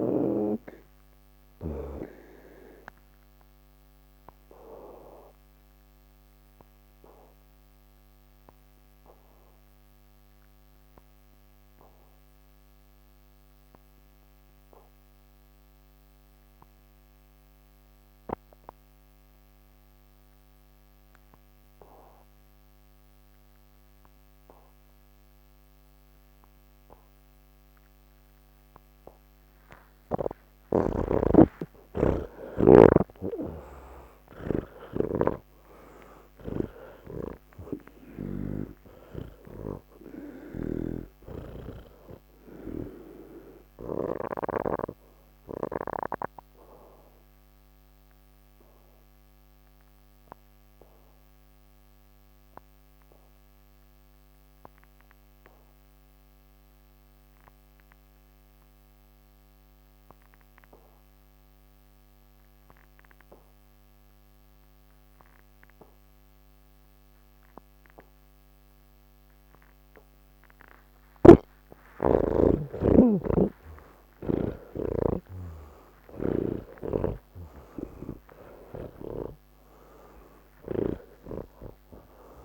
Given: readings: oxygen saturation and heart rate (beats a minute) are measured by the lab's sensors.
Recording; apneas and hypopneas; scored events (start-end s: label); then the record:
breathing in sleep by a microphone on the trachea; 2
0.00-14.00 s: oxygen desaturation (device-marked, oxygen 81% lowest, heart rate 46 extreme)
1.50-28.50 s: obstructive apnea (oxygen 99% before, 80% lowest, heart rate 86 before, 106 extreme, up 26 after)
26.00-60.00 s: oxygen desaturation (device-marked, oxygen 99% before, 82% lowest, heart rate 127 before, 80 extreme)
30.00-82.44 s: new sleep stage, N1 (lightest sleep)
30.50-41.00 s: snoring (device-marked)
40.00-71.50 s: obstructive apnea (oxygen 99% before, 80% lowest, heart rate 123 before, 36 extreme, up 37 after)
67.00-82.44 s: oxygen desaturation (device-marked, oxygen 99% before, 80% lowest, heart rate 124 before, 33 extreme)
71.00-74.50 s: snoring (device-marked)
From the record:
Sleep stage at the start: N3 (deep sleep); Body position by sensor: on the back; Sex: male